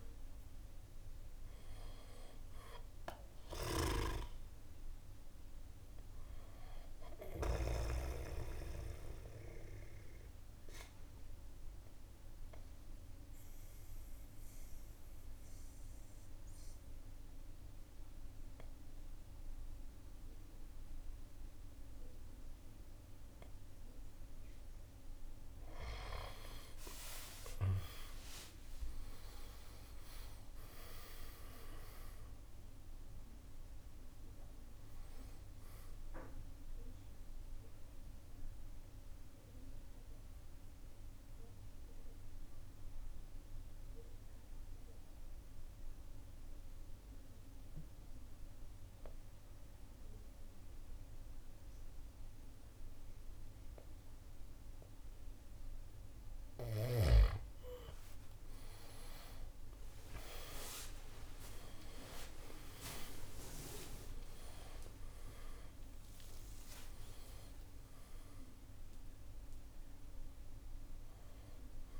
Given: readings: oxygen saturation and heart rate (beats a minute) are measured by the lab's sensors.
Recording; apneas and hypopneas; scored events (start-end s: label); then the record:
breathing in sleep by a room microphone; 2
0.00-2.50 s: arousal
0.50-12.50 s: drop in pulse transit time (device-marked, heart rate 63 before, 59 extreme)
7.50-22.50 s: oxygen desaturation (device-marked, oxygen 98% before, 91% lowest, heart rate 66 before, 59 extreme)
8.50-25.50 s: central apnea (oxygen 98% before, 87% lowest, heart rate 66 before, 59 extreme, up 12 after)
27.50-31.50 s: arousal
30.50-47.50 s: drop in pulse transit time (device-marked, heart rate 62 before, 65 extreme)
32.50-56.50 s: oxygen desaturation (device-marked, oxygen 97% before, 88% lowest, heart rate 63 before, 61 extreme)
37.00-56.00 s: central apnea (oxygen 97% before, 87% lowest, heart rate 66 before, 61 extreme, up 13 after)
58.00-62.00 s: arousal
64.50-72.00 s: drop in pulse transit time (device-marked, heart rate 66 before, 69 extreme)
68.50-72.00 s: oxygen desaturation (device-marked, oxygen 98% before, 87% lowest, heart rate 68 before, 61 extreme)
From the record:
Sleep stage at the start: N2 (light sleep); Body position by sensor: on the back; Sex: male